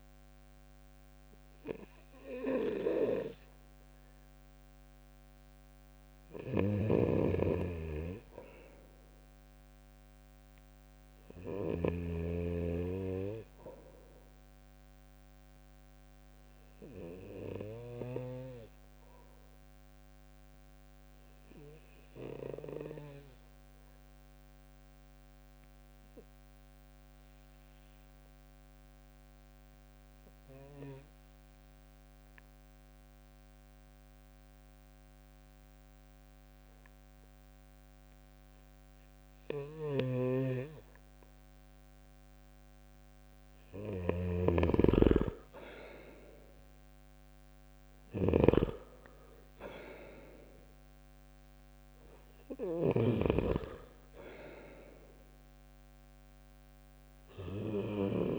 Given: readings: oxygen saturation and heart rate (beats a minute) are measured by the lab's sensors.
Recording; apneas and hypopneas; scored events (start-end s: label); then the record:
breathing in sleep by a microphone on the trachea; 1
0.00-2.50 s: arousal
0.00-16.00 s: oxygen desaturation (device-marked, oxygen 94% lowest, heart rate 71 extreme)
6.00-11.50 s: snoring (device-marked)
18.00-40.00 s: oxygen desaturation (device-marked, oxygen 95% before, 91% lowest, heart rate 73 before, 70 extreme)
20.00-42.00 s: obstructive apnea (oxygen 98% before, 91% lowest, heart rate 73 before, 70 extreme, up 5 after)
39.00-58.00 s: snoring (device-marked)
45.00-48.00 s: arousal
From the record:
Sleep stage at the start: REM sleep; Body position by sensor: on the right side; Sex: male